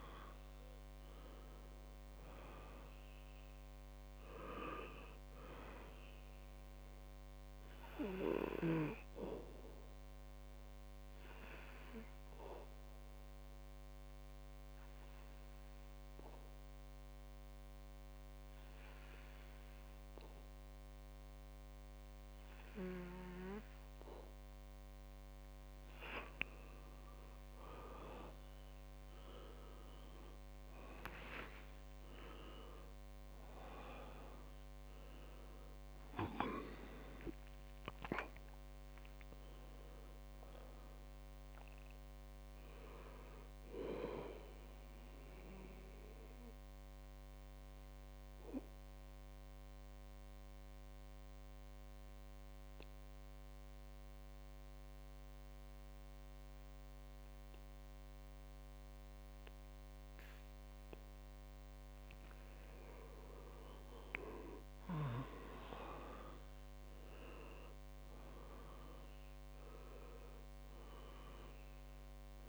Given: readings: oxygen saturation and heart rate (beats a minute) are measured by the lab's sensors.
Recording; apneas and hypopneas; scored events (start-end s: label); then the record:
breathing in sleep by a microphone on the trachea; 2
0.00-2.50 s: arousal
10.50-26.00 s: obstructive apnea (oxygen 98% before, 92% lowest, heart rate 66 before, 62 extreme, up 8 after)
29.00-33.50 s: arousal
32.50-59.50 s: oxygen desaturation (device-marked, oxygen 97% before, 92% lowest, heart rate 64 before, 61 extreme)
44.50-62.00 s: obstructive apnea (oxygen 97% before, 91% lowest, heart rate 71 before, 61 extreme, up 8 after)
64.50-68.00 s: arousal
69.50-72.48 s: oxygen desaturation (device-marked, oxygen 98% before, 92% lowest, heart rate 67 before, 61 extreme)
From the record:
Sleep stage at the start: N2 (light sleep); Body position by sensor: on the back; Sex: male